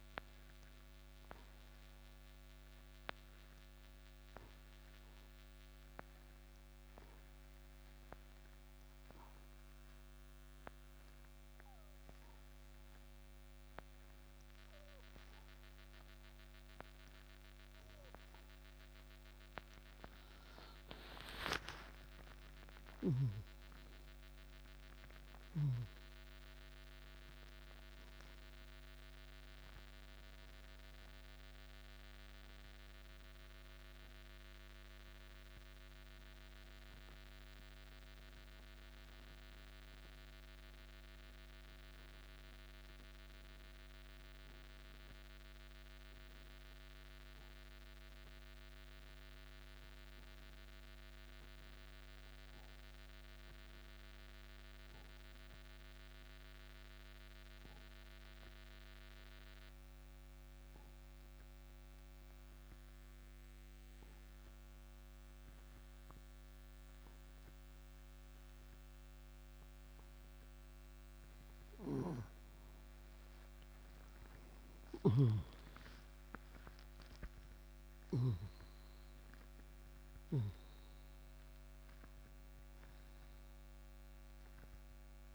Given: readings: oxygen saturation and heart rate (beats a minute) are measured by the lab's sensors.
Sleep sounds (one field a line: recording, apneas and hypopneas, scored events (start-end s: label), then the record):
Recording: breathing in sleep by a microphone on the trachea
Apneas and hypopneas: 2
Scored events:
1.50-19.00 s: obstructive apnea (oxygen 98% before, 89% lowest)
22.00-27.50 s: arousal
35.00-60.00 s: oxygen desaturation (device-marked, oxygen 96% before, 89% lowest, heart rate 81 before, 84 extreme)
50.50-69.50 s: obstructive apnea (oxygen 96% before, 82% lowest, heart rate 101 before, 106 extreme, up 58 after)
74.50-79.50 s: arousal
75.00-78.50 s: snoring (device-marked)
76.00-85.35 s: oxygen desaturation (device-marked, oxygen 97% before, 82% lowest, heart rate 131 before, 133 extreme)
From the record:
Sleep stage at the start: N2 (light sleep)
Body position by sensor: on the right side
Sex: male